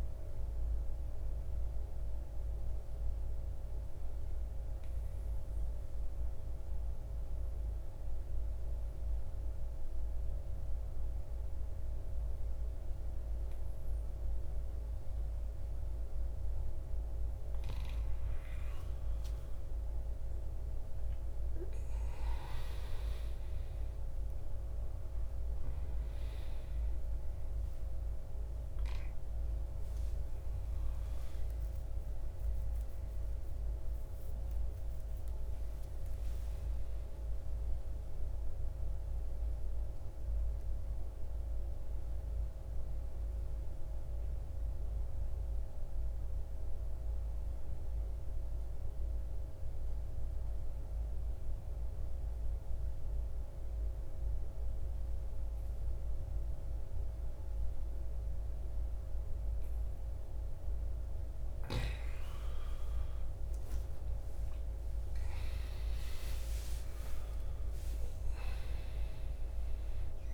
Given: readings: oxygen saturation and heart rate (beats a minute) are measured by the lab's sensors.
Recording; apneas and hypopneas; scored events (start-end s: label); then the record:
breathing in sleep, hard to hear, by a room microphone; 2
0.00-14.50 s: oxygen desaturation (device-marked, oxygen 87% lowest, heart rate 48 extreme)
0.50-16.00 s: mixed apnea (oxygen 98% before, 83% lowest, heart rate 62 before, 48 extreme, up 11 after)
26.50-47.50 s: oxygen desaturation (device-marked, oxygen 98% before, 91% lowest, heart rate 55 before, 48 extreme)
31.00-35.00 s: arousal
39.00-60.50 s: mixed apnea (oxygen 98% before, 83% lowest, heart rate 61 before, 50 extreme, up 26 after)
60.50-70.34 s: oxygen desaturation (device-marked, oxygen 97% before, 83% lowest, heart rate 52 before, 51 extreme)
62.00-66.00 s: arousal
From the record:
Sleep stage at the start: N2 (light sleep); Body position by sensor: on the back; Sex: male